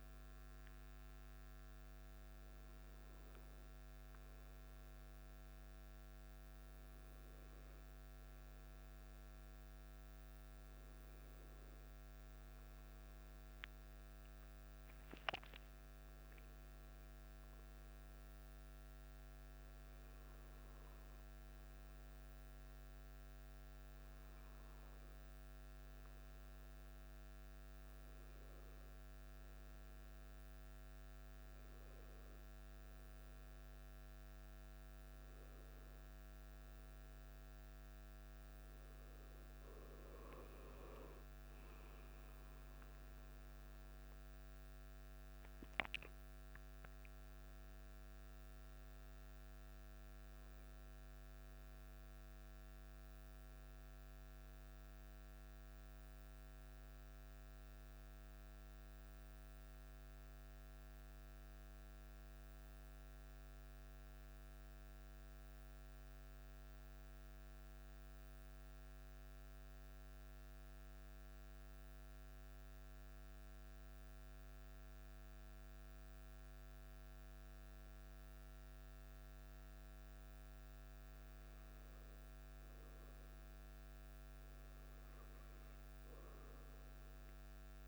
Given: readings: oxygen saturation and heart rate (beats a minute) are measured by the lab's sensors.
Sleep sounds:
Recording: breathing in sleep, hard to hear, by a microphone on the trachea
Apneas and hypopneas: 1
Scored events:
0.00-18.00 s: oxygen desaturation (device-marked, oxygen 95% lowest, heart rate 52 extreme)
18.50-23.00 s: arousal
45.00-50.50 s: arousal
62.50-80.50 s: central apnea (oxygen 99% before, 93% lowest, heart rate 54 before, 49 extreme, up 1 after)
65.00-87.88 s: new sleep stage, N2 (light sleep)
83.00-86.50 s: arousal
86.00-87.88 s: oxygen desaturation (device-marked, oxygen 99% before, 93% lowest, heart rate 50 before, 50 extreme)
From the record:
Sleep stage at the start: N1 (lightest sleep)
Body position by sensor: on the back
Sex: male

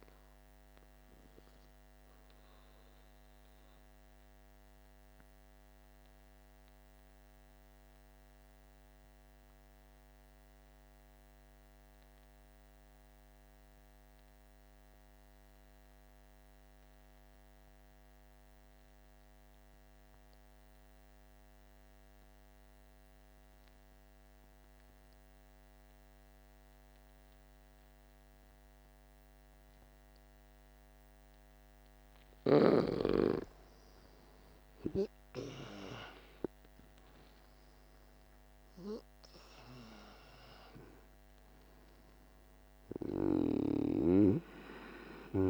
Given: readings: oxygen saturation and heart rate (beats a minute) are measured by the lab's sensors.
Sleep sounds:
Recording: breathing in sleep by a microphone on the trachea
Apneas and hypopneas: 1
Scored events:
0.00-3.00 s: oxygen desaturation (device-marked, oxygen 89% lowest, heart rate 48 extreme)
3.50-32.00 s: mixed apnea (oxygen 96% before, 84% lowest, heart rate 58 before, 48 extreme, up 18 after)
23.00-45.50 s: oxygen desaturation (device-marked, oxygen 99% before, 84% lowest, heart rate 49 before, 48 extreme)
34.00-39.50 s: arousal
From the record:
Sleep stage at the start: N2 (light sleep)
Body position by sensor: on the back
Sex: male

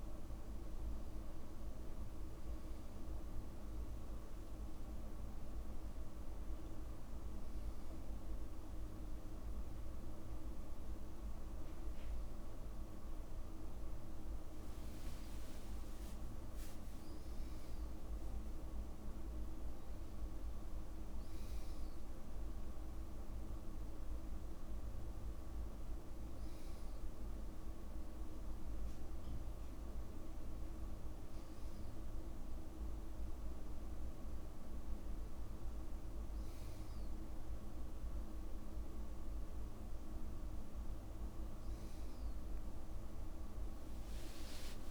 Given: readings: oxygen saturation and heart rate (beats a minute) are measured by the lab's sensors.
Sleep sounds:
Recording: breathing in sleep, hard to hear, by a room microphone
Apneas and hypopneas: none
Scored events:
26.00-44.91 s: new sleep stage, N2 (light sleep)
From the record:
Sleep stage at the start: N1 (lightest sleep)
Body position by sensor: on the back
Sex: male

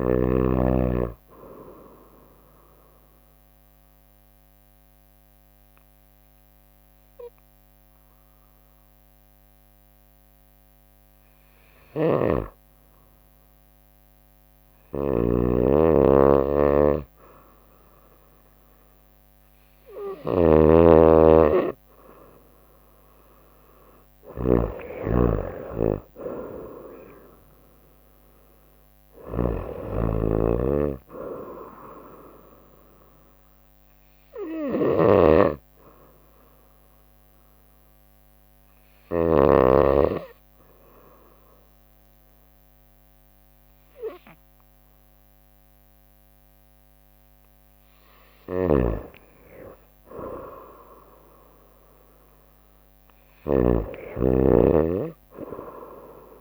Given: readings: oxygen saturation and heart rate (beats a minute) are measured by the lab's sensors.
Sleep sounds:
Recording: breathing in sleep by a microphone on the trachea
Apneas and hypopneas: 2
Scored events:
1.50-12.00 s: mixed apnea (oxygen 96% before, 93% lowest, heart rate 67 before, 61 extreme, up 2 after)
11.50-39.50 s: snoring (device-marked)
14.00-17.50 s: arousal
35.50-48.00 s: hypopnea (oxygen 96% before, 91% lowest, heart rate 64 before, 61 extreme, up 1 after)
48.50-56.41 s: snoring (device-marked)
50.00-54.50 s: arousal
From the record:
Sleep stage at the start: N2 (light sleep)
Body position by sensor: on the right side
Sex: female

